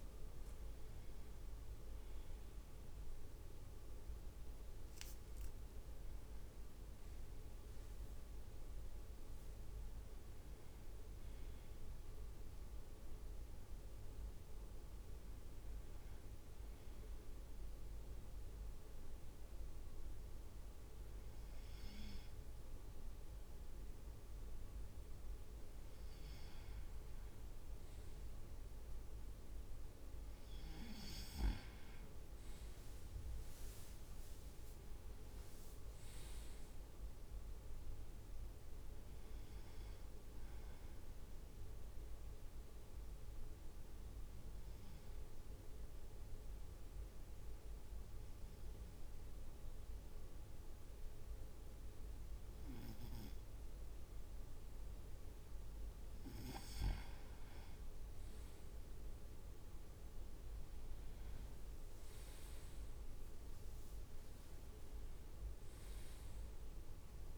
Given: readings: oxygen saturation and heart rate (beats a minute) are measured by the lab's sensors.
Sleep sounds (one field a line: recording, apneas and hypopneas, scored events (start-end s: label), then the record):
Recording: breathing in sleep, hard to hear, by a room microphone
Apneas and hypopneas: 1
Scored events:
2.50-67.38 s: new sleep stage, N2 (light sleep)
32.00-34.00 s: leg movement (device-marked)
32.50-37.00 s: arousal
35.50-36.50 s: leg movement (device-marked)
43.00-56.00 s: obstructive apnea (oxygen 97% before, 96% lowest, heart rate 57 before, 53 extreme, up 4 after)
59.00-63.50 s: arousal
63.50-65.00 s: leg movement (device-marked)
From the record:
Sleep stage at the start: N1 (lightest sleep)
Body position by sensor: on the right side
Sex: male